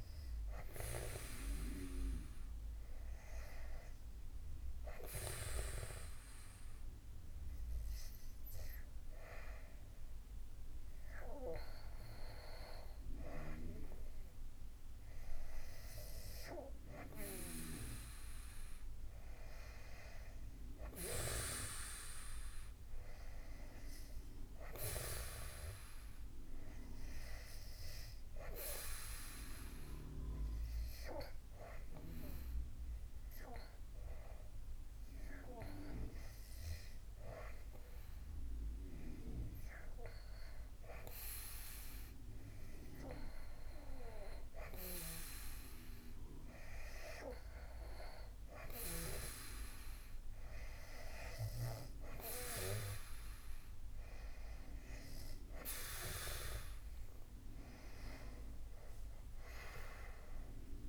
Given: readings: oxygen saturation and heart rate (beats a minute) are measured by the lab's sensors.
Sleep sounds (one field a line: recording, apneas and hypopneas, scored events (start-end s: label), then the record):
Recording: breathing in sleep by a room microphone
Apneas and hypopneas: 2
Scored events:
0.00-8.00 s: oxygen desaturation (device-marked, oxygen 91% lowest, heart rate 75 extreme)
4.00-15.00 s: hypopnea (oxygen 96% before, 92% lowest, heart rate 78 before, 79 extreme, up 4 after)
18.00-22.50 s: arousal
29.50-46.00 s: hypopnea (oxygen 95% before, 92% lowest, heart rate 82 before, 75 extreme, up 2 after)
50.00-54.00 s: arousal
From the record:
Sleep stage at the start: REM sleep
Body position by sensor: on the back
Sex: male